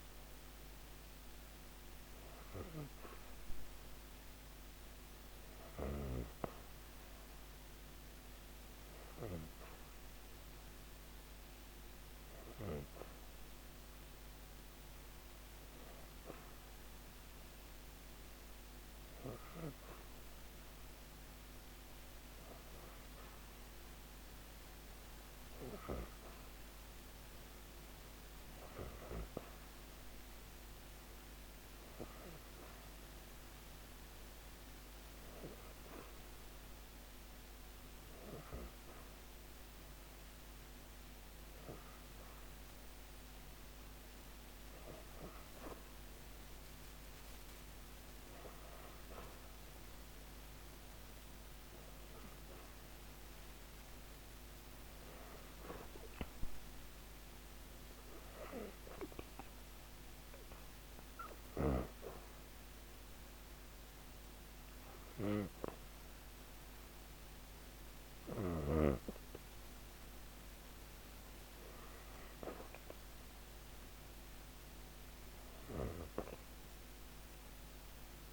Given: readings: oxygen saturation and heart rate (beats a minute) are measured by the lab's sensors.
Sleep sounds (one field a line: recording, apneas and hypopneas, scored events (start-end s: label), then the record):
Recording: breathing in sleep by a microphone on the trachea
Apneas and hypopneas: 1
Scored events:
56.50-70.00 s: hypopnea (oxygen 98% before, 95% lowest, heart rate 119 before, 102 extreme, up 16 after)
72.00-74.50 s: arousal
From the record:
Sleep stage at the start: N2 (light sleep)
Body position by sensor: on the back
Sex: female